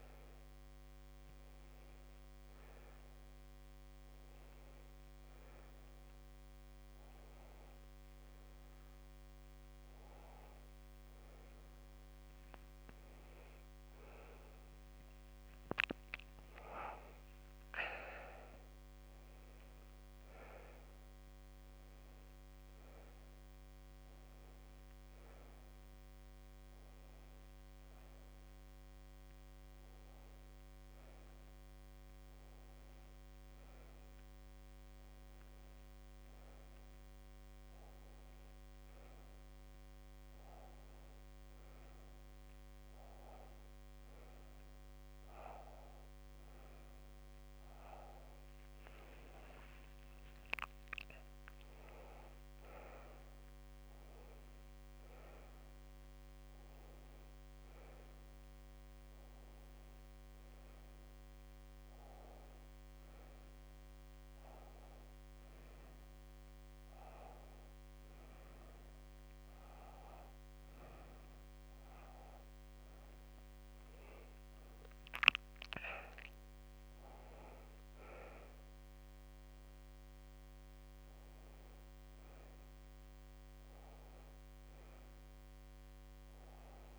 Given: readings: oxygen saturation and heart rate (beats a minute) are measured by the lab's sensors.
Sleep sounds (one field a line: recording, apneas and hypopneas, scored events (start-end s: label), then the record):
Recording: a person awake in a sleep study, by a microphone on the trachea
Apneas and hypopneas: none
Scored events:
61.50-86.98 s: new sleep stage, N1 (lightest sleep)
From the record:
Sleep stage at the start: awake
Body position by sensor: on the back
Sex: female